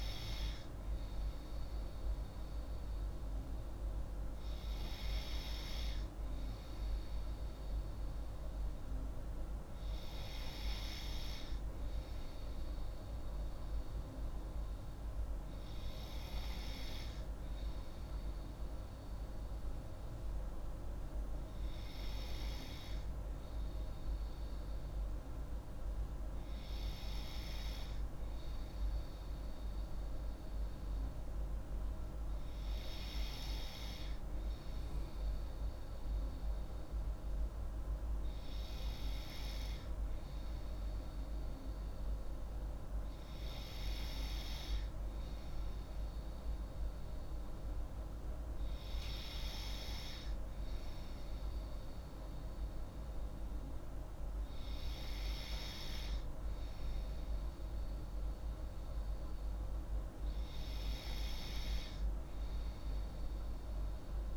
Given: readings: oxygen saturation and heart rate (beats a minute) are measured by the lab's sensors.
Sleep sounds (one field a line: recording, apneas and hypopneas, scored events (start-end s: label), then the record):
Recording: breathing in sleep, hard to hear, by a room microphone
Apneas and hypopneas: none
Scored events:
none scored
From the record:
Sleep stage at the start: N3 (deep sleep)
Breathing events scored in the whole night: 89 in 5.5 hours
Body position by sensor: on the left side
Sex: female